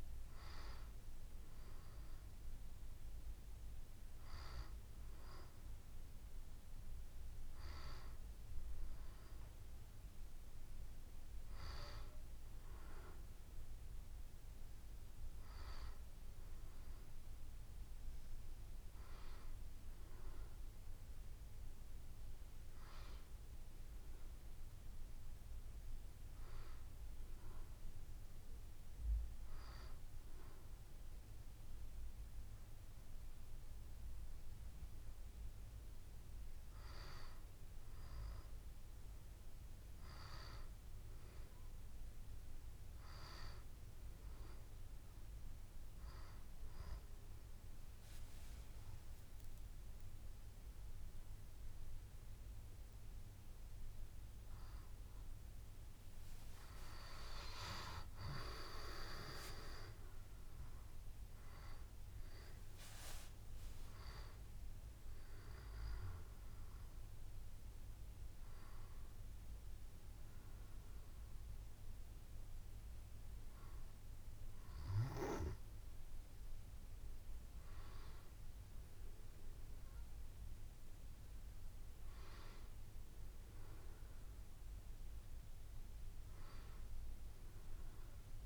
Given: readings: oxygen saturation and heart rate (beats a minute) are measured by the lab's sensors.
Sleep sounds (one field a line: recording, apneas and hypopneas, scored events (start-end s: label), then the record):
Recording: breathing in sleep by a room microphone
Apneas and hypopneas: 1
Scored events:
38.00-42.00 s: arousal
45.50-56.50 s: obstructive apnea (oxygen 95% before, 92% lowest, heart rate 71 before, 68 extreme, up 4 after)
58.50-63.00 s: arousal
From the record:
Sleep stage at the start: N2 (light sleep)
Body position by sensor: on the back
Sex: female